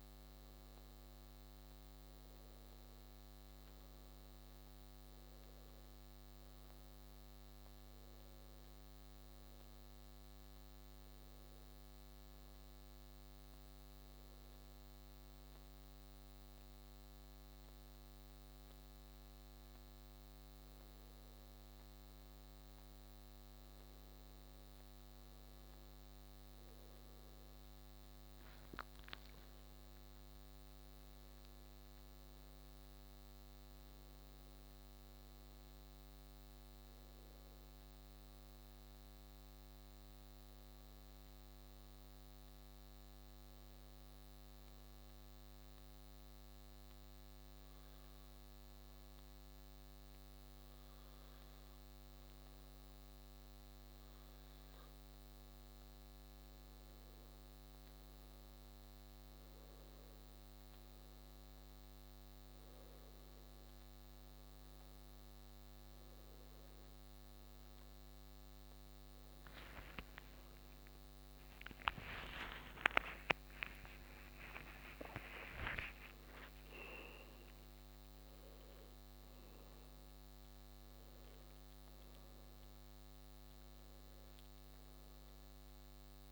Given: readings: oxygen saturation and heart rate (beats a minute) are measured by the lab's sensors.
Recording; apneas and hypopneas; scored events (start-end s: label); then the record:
breathing in sleep by a microphone on the trachea; 2
4.50-8.50 s: arousal
11.00-22.00 s: hypopnea (oxygen 96% before, 94% lowest)
24.00-27.50 s: arousal
39.00-55.00 s: obstructive apnea (oxygen 97% before, 93% lowest)
58.50-86.32 s: new sleep stage, N1 (lightest sleep)
70.50-76.50 s: arousal
From the record:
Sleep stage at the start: N2 (light sleep); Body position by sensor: on the back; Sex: male